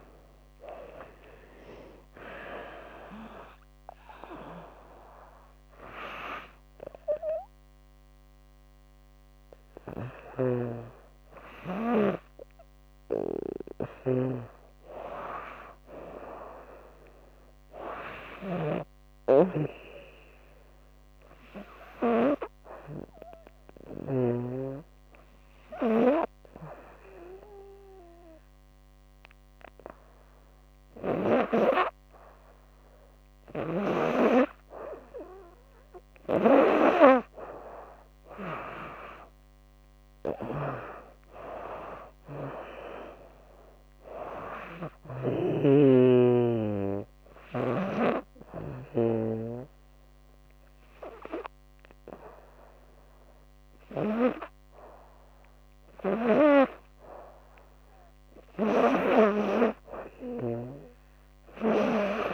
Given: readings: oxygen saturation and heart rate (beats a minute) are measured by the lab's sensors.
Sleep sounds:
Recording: breathing in sleep by a microphone on the trachea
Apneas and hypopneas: 2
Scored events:
0.00-3.50 s: arousal
9.00-23.50 s: snoring (device-marked)
18.00-26.00 s: oxygen desaturation (device-marked, oxygen 97% before, 94% lowest, heart rate 84 before, 78 extreme)
21.00-33.50 s: hypopnea (oxygen 98% before, 94% lowest, heart rate 85 before, 78 extreme, up 10 after)
32.50-44.50 s: snoring (device-marked)
35.50-40.00 s: arousal
36.00-57.00 s: oxygen desaturation (device-marked, oxygen 100% before, 95% lowest, heart rate 82 before, 81 extreme)
47.00-57.00 s: hypopnea (oxygen 100% before, 95% lowest, heart rate 83 before, 81 extreme, up 6 after)
58.50-62.34 s: arousal
59.00-62.34 s: oxygen desaturation (device-marked, oxygen 99% before, 96% lowest, heart rate 85 before, 84 extreme)
From the record:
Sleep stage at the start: N2 (light sleep)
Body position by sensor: on the back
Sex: female

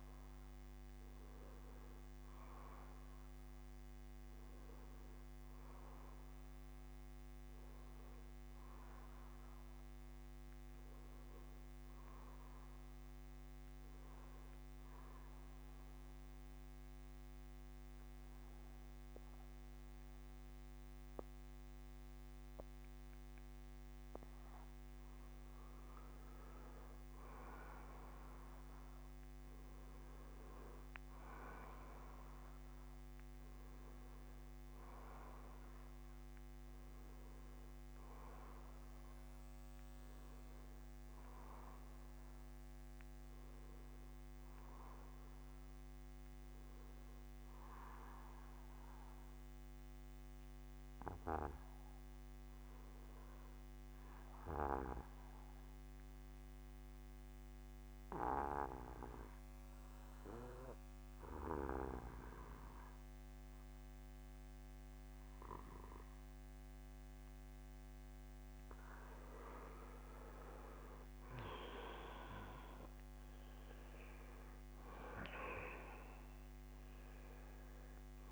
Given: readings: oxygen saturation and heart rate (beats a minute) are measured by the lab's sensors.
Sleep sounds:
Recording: breathing in sleep by a microphone on the trachea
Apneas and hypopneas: 2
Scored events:
0.00-13.00 s: oxygen desaturation (device-marked, oxygen 89% lowest, heart rate 49 extreme)
4.00-14.00 s: bradycardia (device-marked, heart rate 64 before, 55 extreme)
13.00-24.50 s: obstructive apnea (oxygen 94% before, 87% lowest, heart rate 61 before, 46 extreme, up 28 after)
16.00-25.00 s: bradycardia (device-marked, heart rate 63 before, 49 extreme)
26.50-30.00 s: arousal
31.00-51.00 s: oxygen desaturation (device-marked, oxygen 93% before, 89% lowest, heart rate 58 before, 45 extreme)
36.00-75.00 s: bradycardia (device-marked, heart rate 63 before, 45 extreme)
47.50-68.50 s: obstructive apnea (oxygen 94% before, 85% lowest, heart rate 63 before, 45 extreme, up 13 after)
66.00-78.32 s: oxygen desaturation (device-marked, oxygen 93% before, 85% lowest, heart rate 47 before, 48 extreme)
72.50-77.50 s: arousal
From the record:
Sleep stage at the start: N2 (light sleep)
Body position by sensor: on the back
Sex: male

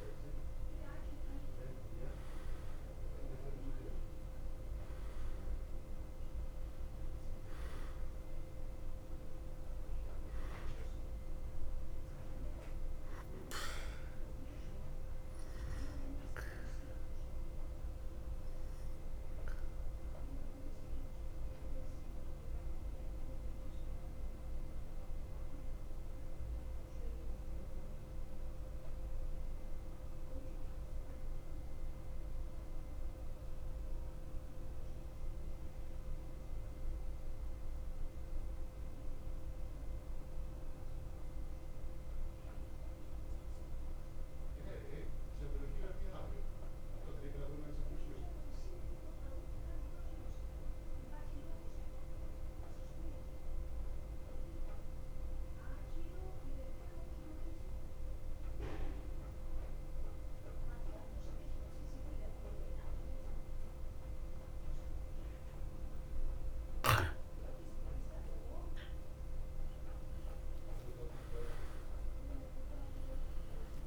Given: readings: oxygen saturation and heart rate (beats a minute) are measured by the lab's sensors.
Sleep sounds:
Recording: breathing in sleep, hard to hear, by a room microphone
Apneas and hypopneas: 1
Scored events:
0.00-44.50 s: oxygen desaturation (device-marked, oxygen 87% lowest, heart rate 52 extreme)
15.50-68.00 s: mixed apnea (oxygen 96% before, 87% lowest, heart rate 57 before, 52 extreme, up 3 after)
64.50-73.87 s: oxygen desaturation (device-marked, oxygen 96% before, 87% lowest, heart rate 53 before, 51 extreme)
70.00-73.87 s: arousal
From the record:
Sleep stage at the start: N2 (light sleep)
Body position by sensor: on the back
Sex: male

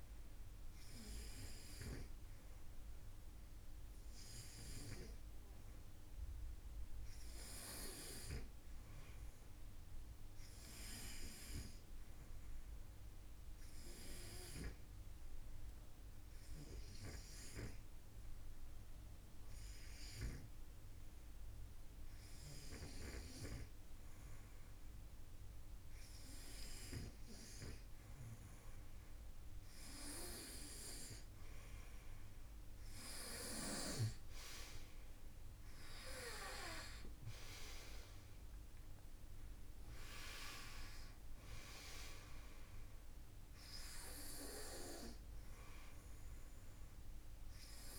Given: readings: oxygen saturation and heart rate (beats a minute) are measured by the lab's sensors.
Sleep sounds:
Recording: breathing in sleep by a room microphone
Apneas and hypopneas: 1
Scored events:
12.00-24.00 s: obstructive apnea (oxygen 94% before, 91% lowest, heart rate 54 before, 52 extreme, up 3 after)
28.00-32.00 s: arousal
From the record:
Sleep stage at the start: REM sleep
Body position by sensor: on the front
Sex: male

